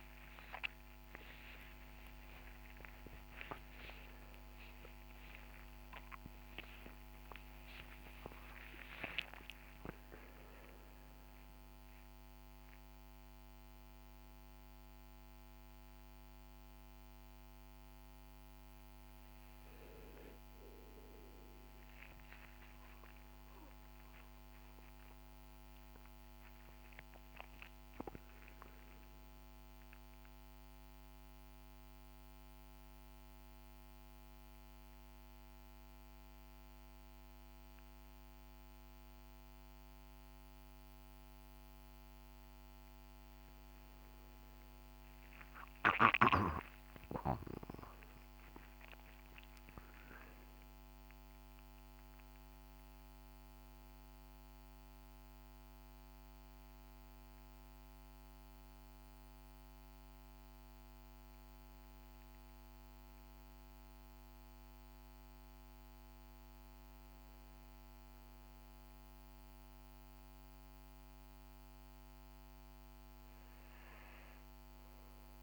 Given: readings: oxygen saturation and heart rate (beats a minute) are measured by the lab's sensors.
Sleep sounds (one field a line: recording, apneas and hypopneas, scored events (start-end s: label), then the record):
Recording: a person partly awake in a sleep study, by a microphone on the trachea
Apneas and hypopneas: 1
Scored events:
3.00-33.00 s: new sleep stage, awake
11.00-16.00 s: oxygen desaturation (device-marked, oxygen 95% before, 89% lowest, heart rate 93 before, 56 extreme)
33.00-75.43 s: new sleep stage, N1 (lightest sleep)
33.50-43.50 s: central apnea (oxygen 97% before, 93% lowest, heart rate 76 before, 55 extreme, up 21 after)
45.00-49.00 s: arousal
49.00-66.00 s: oxygen desaturation (device-marked, oxygen 98% before, 93% lowest, heart rate 63 before, 58 extreme)
From the record:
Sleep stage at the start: N1 (lightest sleep)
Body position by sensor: on the right side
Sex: male